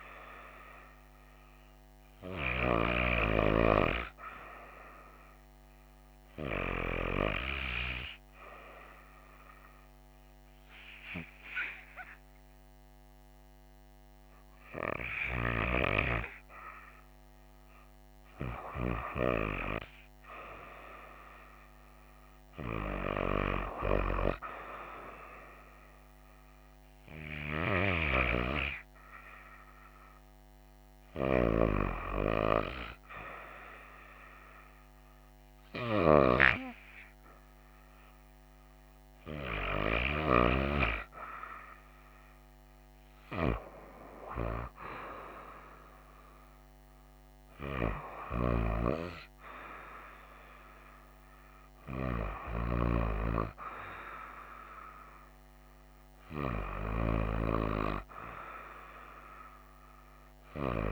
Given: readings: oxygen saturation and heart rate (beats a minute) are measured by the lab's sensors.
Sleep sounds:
breathing in sleep by a microphone on the trachea; none
none scored
From the record:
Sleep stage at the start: REM sleep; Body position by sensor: on the right side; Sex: female

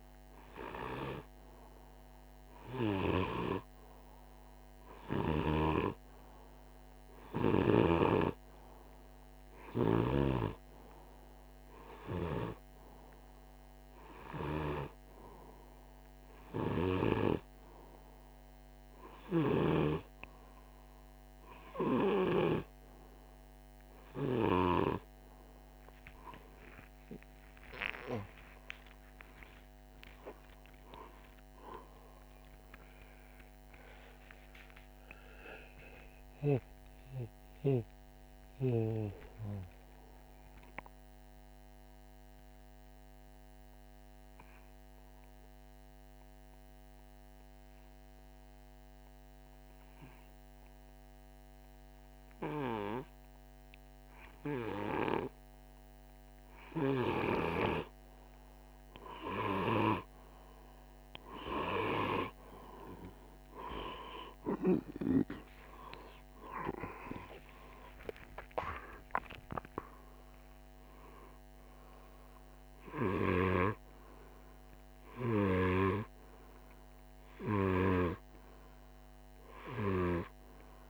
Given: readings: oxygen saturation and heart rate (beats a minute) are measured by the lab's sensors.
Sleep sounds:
breathing in sleep by a microphone on the trachea; 1
18.50-22.00 s: snoring (device-marked)
26.50-33.00 s: arousal
33.50-39.50 s: oxygen desaturation (device-marked, oxygen 95% before, 89% lowest, heart rate 52 before, 51 extreme)
40.50-55.00 s: hypopnea (oxygen 96% before, 93% lowest, heart rate 53 before, 51 extreme, up 0 after)
59.00-64.50 s: arousal
From the record:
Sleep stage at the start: N2 (light sleep); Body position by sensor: on the right side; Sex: male

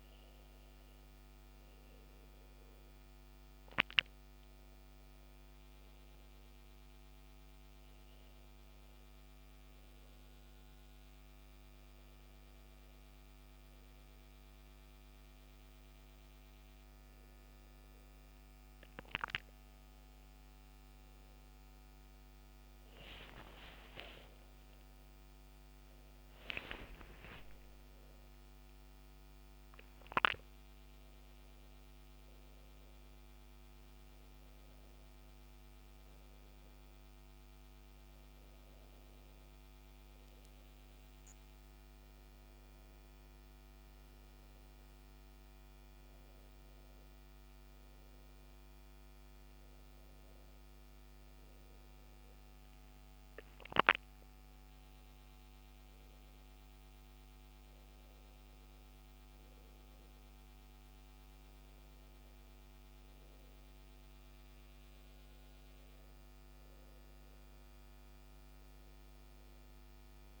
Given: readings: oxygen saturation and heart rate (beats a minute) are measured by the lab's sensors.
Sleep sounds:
breathing in sleep by a microphone on the trachea; none
22.00-26.50 s: arousal
From the record:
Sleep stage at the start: N1 (lightest sleep); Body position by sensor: on the back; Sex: male

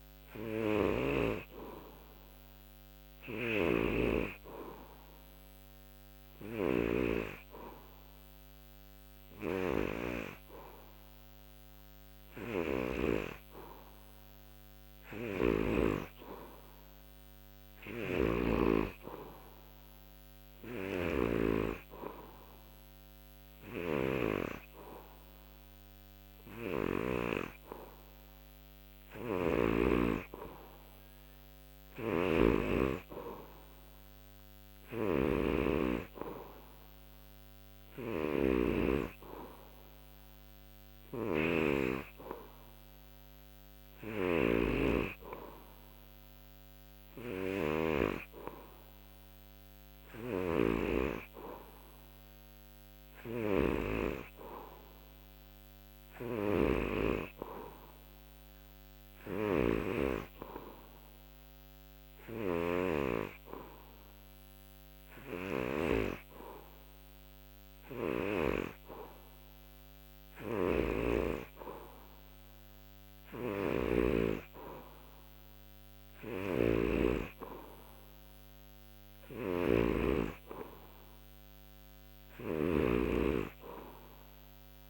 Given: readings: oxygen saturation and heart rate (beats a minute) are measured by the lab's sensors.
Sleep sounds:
breathing in sleep by a microphone on the trachea; none
0.00-1.00 s: snoring (device-marked)
3.00-13.00 s: snoring (device-marked)
17.50-21.50 s: snoring (device-marked)
23.50-27.00 s: snoring (device-marked)
29.00-32.50 s: snoring (device-marked)
34.50-48.00 s: snoring (device-marked)
50.00-66.00 s: snoring (device-marked)
70.50-74.00 s: snoring (device-marked)
76.00-84.90 s: snoring (device-marked)
From the record:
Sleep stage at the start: N3 (deep sleep); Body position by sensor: on the back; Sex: male

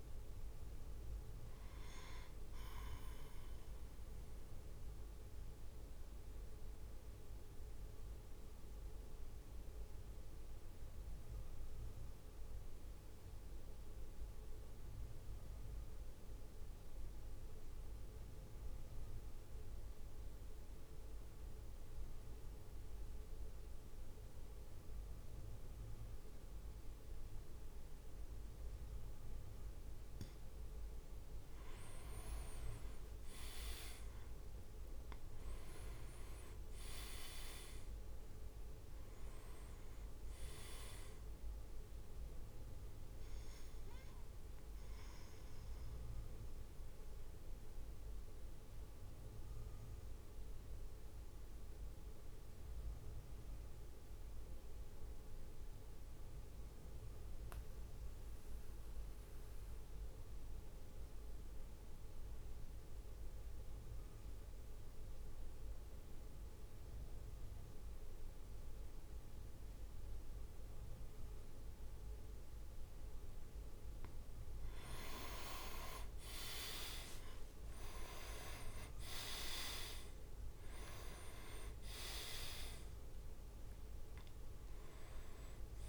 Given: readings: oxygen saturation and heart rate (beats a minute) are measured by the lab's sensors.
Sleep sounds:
breathing in sleep by a room microphone; 2
0.00-4.00 s: oxygen desaturation (device-marked, oxygen 95% lowest, heart rate 49 extreme)
0.00-5.00 s: drop in pulse transit time (device-marked, heart rate 54 extreme)
4.00-31.00 s: mixed apnea (oxygen 100% before, 93% lowest, heart rate 57 before, 50 extreme, up 5 after)
10.00-19.00 s: oxygen desaturation (device-marked, oxygen 96% before, 93% lowest, heart rate 56 before, 55 extreme)
31.50-32.50 s: leg movement (device-marked)
33.50-37.50 s: arousal
34.00-46.00 s: drop in pulse transit time (device-marked, heart rate 56 before, 54 extreme)
35.00-44.00 s: oxygen desaturation (device-marked, oxygen 100% before, 96% lowest, heart rate 56 before, 52 extreme)
36.00-38.00 s: leg movement (device-marked)
44.50-73.50 s: mixed apnea (oxygen 100% before, 94% lowest, heart rate 57 before, 50 extreme, up 6 after)
75.00-80.00 s: leg movement (device-marked)
76.00-85.89 s: drop in pulse transit time (device-marked, heart rate 55 before, 55 extreme)
76.50-80.50 s: arousal
81.00-83.00 s: leg movement (device-marked)
From the record:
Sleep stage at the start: N2 (light sleep); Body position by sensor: on the back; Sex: male

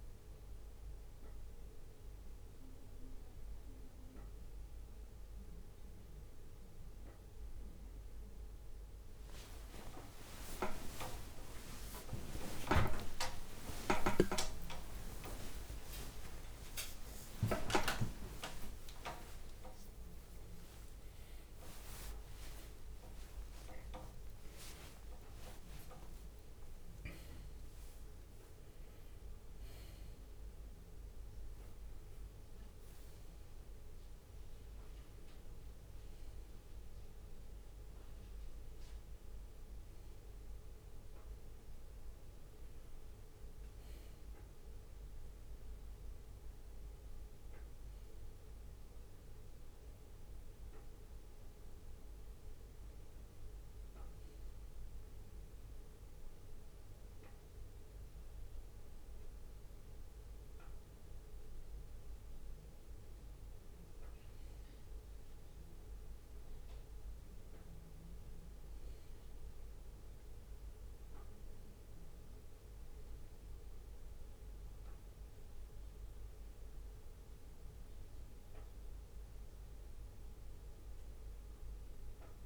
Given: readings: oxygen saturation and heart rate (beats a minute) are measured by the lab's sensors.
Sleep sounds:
a person awake in a sleep study, by a room microphone; none
9.50-11.50 s: long interval between heartbeats (device-marked, heart rate 63 before, 67 extreme)
9.50-19.50 s: leg movement (device-marked)
10.50-16.50 s: tachycardia (device-marked, heart rate 66 before, 139 extreme)
11.50-13.50 s: long interval between heartbeats (device-marked, heart rate 63 before, 86 extreme)
16.00-18.00 s: long interval between heartbeats (device-marked, heart rate 72 before, 137 extreme)
18.50-20.50 s: long interval between heartbeats (device-marked, heart rate 83 before, 99 extreme)
22.00-24.00 s: long interval between heartbeats (device-marked, heart rate 89 before, 77 extreme)
33.50-35.50 s: bradycardia (device-marked, heart rate 65 before, 62 extreme)
40.50-42.50 s: bradycardia (device-marked, heart rate 65 before, 59 extreme)
From the record:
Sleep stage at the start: awake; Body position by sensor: on the left side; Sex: male

